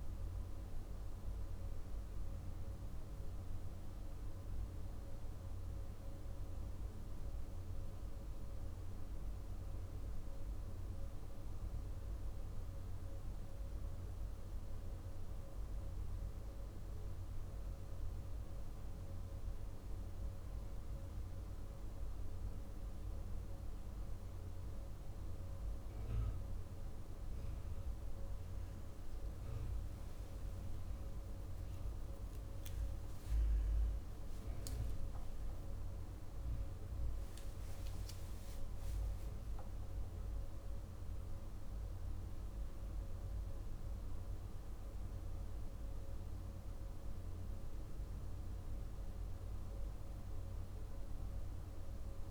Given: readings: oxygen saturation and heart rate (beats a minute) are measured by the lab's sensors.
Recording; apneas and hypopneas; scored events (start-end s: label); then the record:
breathing in sleep, hard to hear, by a room microphone; none
30.00-36.50 s: arousal
From the record:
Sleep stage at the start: N2 (light sleep); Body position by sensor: on the back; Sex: male